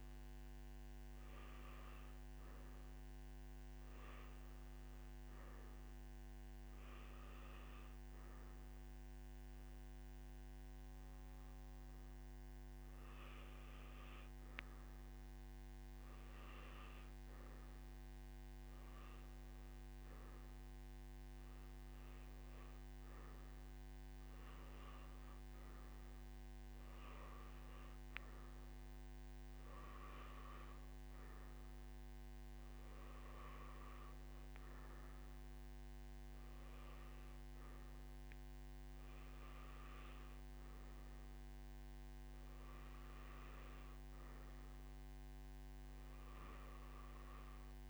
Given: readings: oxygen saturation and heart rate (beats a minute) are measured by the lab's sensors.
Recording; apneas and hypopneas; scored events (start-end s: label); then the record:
breathing in sleep, hard to hear, by a microphone on the trachea; 1
1.50-26.50 s: hypopnea (oxygen 95% before, 93% lowest, heart rate 68 before, 60 extreme, up 4 after)
From the record:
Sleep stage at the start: N1 (lightest sleep); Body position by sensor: on the right side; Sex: male